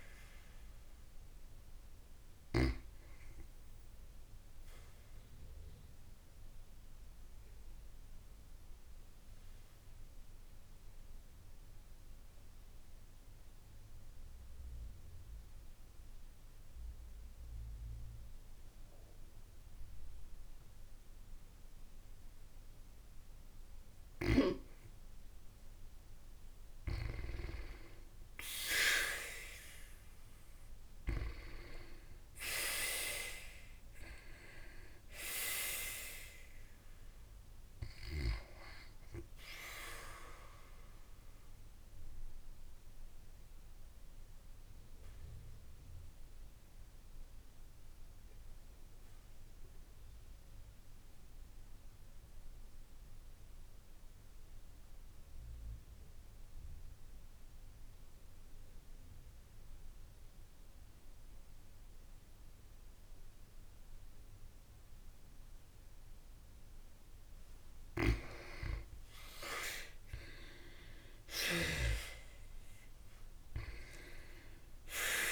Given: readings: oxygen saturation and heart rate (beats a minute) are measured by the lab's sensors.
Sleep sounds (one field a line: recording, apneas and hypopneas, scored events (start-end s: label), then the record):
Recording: breathing in sleep by a room microphone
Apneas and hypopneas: 2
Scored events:
0.00-3.00 s: oxygen desaturation (device-marked, oxygen 96% before, 88% lowest, heart rate 54 before, 53 extreme)
4.50-23.50 s: obstructive apnea (oxygen 96% before, 89% lowest, heart rate 60 before, 53 extreme, up 20 after)
26.00-29.50 s: arousal
26.00-65.00 s: oxygen desaturation (device-marked, oxygen 96% before, 89% lowest, heart rate 55 before, 51 extreme)
41.00-66.00 s: obstructive apnea (oxygen 96% before, 89% lowest, heart rate 62 before, 51 extreme, up 6 after)
70.00-75.32 s: oxygen desaturation (device-marked, oxygen 95% before, 91% lowest, heart rate 53 before, 54 extreme)
70.50-73.00 s: arousal
From the record:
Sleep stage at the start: N2 (light sleep)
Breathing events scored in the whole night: 317 in 4.7 hours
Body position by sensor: on the back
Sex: female